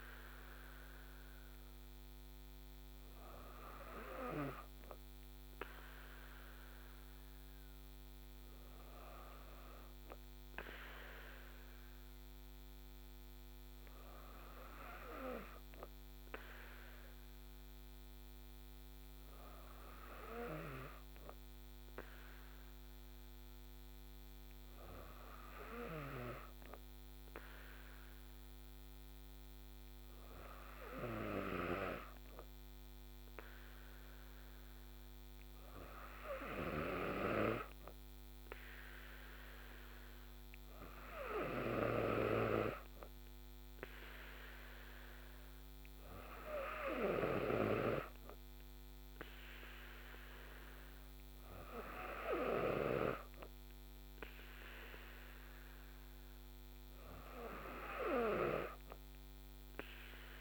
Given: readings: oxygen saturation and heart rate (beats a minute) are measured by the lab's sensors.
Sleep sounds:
breathing in sleep by a microphone on the trachea; none
8.00-12.00 s: arousal
From the record:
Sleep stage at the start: N2 (light sleep); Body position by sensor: on the back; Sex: female

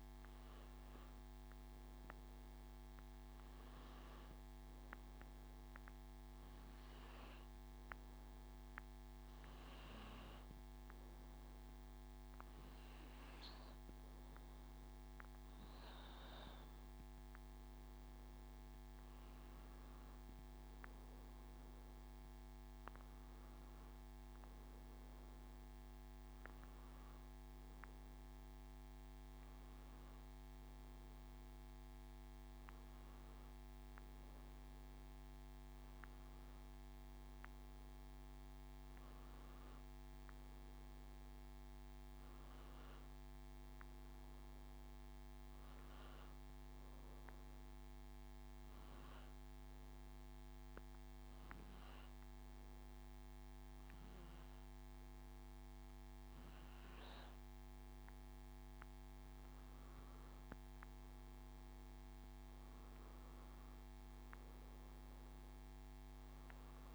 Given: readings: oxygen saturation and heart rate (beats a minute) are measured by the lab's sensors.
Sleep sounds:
breathing in sleep, hard to hear, by a microphone on the trachea; 2
2.00-14.50 s: hypopnea (oxygen 96% before, 93% lowest, heart rate 87 before, 82 extreme, up 3 after)
17.00-20.50 s: arousal
17.50-31.50 s: oxygen desaturation (device-marked, oxygen 96% before, 93% lowest, heart rate 85 before, 83 extreme)
41.00-44.50 s: arousal
47.00-58.50 s: obstructive apnea (oxygen 97% before, 93% lowest, heart rate 86 before, 82 extreme, up 4 after)
60.00-64.00 s: arousal
61.50-66.95 s: oxygen desaturation (device-marked, oxygen 97% before, 93% lowest, heart rate 85 before, 83 extreme)
From the record:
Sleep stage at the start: N2 (light sleep); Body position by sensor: on the back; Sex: male

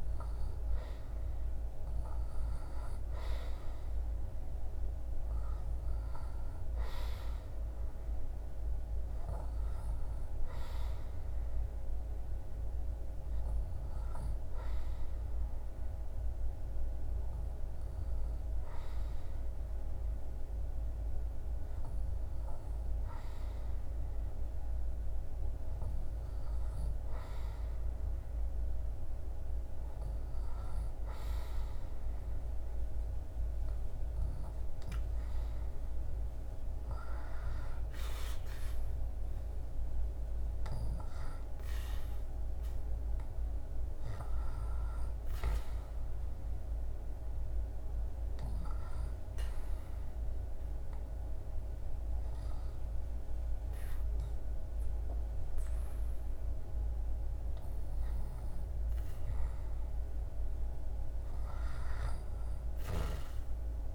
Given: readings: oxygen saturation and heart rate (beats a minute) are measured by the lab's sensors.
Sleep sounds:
breathing in sleep, hard to hear, by a room microphone; 1
2.50-23.50 s: oxygen desaturation (device-marked, oxygen 97% before, 94% lowest, heart rate 72 before, 68 extreme)
48.00-59.50 s: obstructive apnea (oxygen 96% before, 93% lowest, heart rate 78 before, 71 extreme, up 2 after)
62.00-63.95 s: arousal
From the record:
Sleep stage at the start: N2 (light sleep); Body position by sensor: on the back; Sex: male

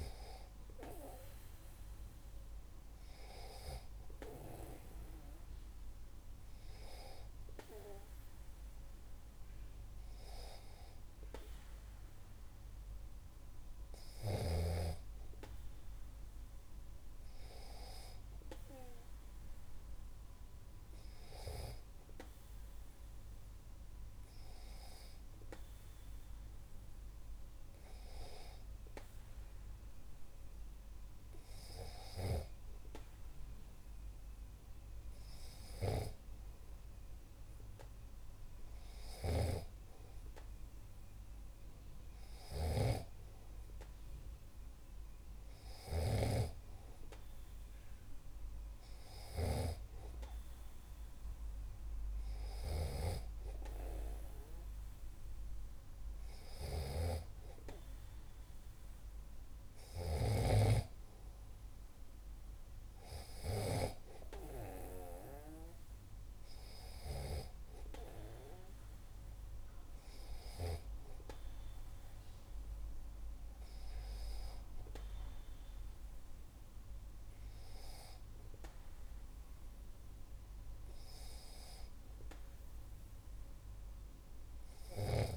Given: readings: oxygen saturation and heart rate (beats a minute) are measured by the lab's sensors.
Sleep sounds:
breathing in sleep by a room microphone; none
39.00-46.50 s: snoring (device-marked)
56.50-67.50 s: snoring (device-marked)
From the record:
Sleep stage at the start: N2 (light sleep); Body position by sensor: on the back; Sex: male

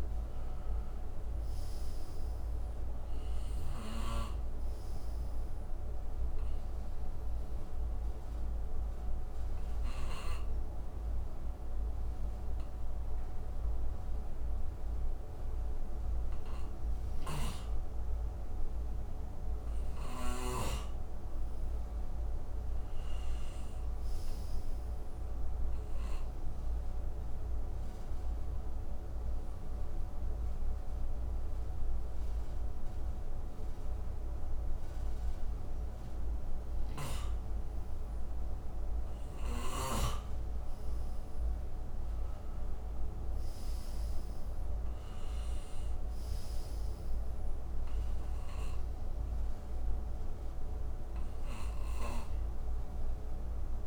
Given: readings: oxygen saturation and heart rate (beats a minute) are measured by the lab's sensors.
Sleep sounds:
breathing in sleep by a room microphone; 2
0.00-1.00 s: arousal
4.00-19.00 s: oxygen desaturation (device-marked, oxygen 95% before, 90% lowest, heart rate 63 before, 62 extreme)
8.00-18.00 s: obstructive apnea (oxygen 95% before, 90% lowest, heart rate 65 before, 62 extreme, up 8 after)
17.00-20.50 s: snoring (device-marked)
20.00-23.50 s: arousal
27.50-38.50 s: obstructive apnea (oxygen 94% before, 90% lowest, heart rate 66 before, 62 extreme, up 11 after)
41.00-45.00 s: arousal
From the record:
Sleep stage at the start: N2 (light sleep); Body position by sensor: on the right side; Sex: male

